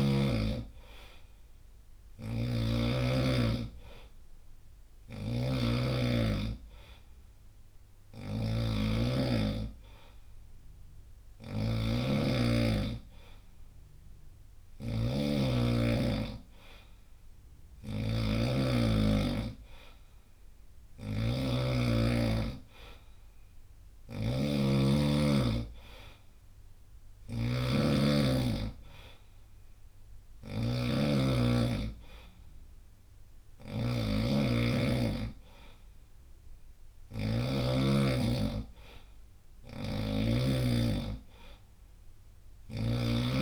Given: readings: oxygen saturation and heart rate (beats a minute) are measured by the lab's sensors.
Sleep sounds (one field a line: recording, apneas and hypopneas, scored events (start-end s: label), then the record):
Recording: breathing in sleep by a room microphone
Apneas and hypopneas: none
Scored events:
0.00-37.00 s: snoring (device-marked)
3.50-11.50 s: oxygen desaturation (device-marked, oxygen 93% before, 90% lowest, heart rate 72 before, 67 extreme)
39.00-43.42 s: snoring (device-marked)
From the record:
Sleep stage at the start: N2 (light sleep)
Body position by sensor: on the right side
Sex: male